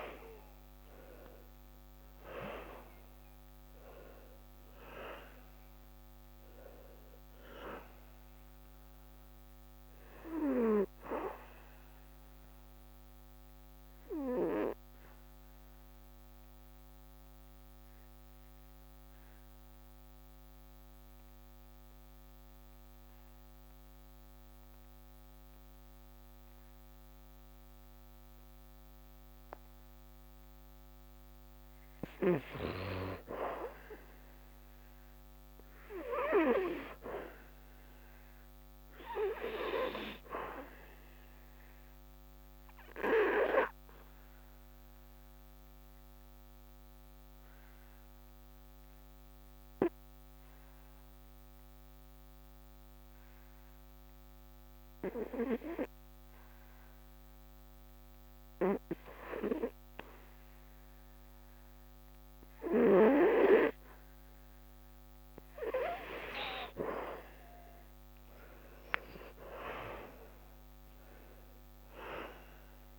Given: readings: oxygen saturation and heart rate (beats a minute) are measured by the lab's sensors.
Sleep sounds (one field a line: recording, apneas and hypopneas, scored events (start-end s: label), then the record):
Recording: breathing in sleep by a microphone on the trachea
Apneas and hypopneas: 2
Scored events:
0.00-2.00 s: arousal
2.50-29.50 s: oxygen desaturation (device-marked, oxygen 94% before, 73% lowest, heart rate 64 before, 60 extreme)
12.50-31.00 s: obstructive apnea (oxygen 94% before, 73% lowest, heart rate 75 before, 60 extreme, up 3 after)
33.50-37.00 s: arousal
37.50-70.50 s: oxygen desaturation (device-marked, oxygen 99% before, 79% lowest, heart rate 68 before, 62 extreme)
42.00-64.00 s: obstructive apnea (oxygen 99% before, 79% lowest, heart rate 66 before, 62 extreme, up 21 after)
67.50-72.99 s: arousal
From the record:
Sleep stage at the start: N2 (light sleep)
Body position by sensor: on the back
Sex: male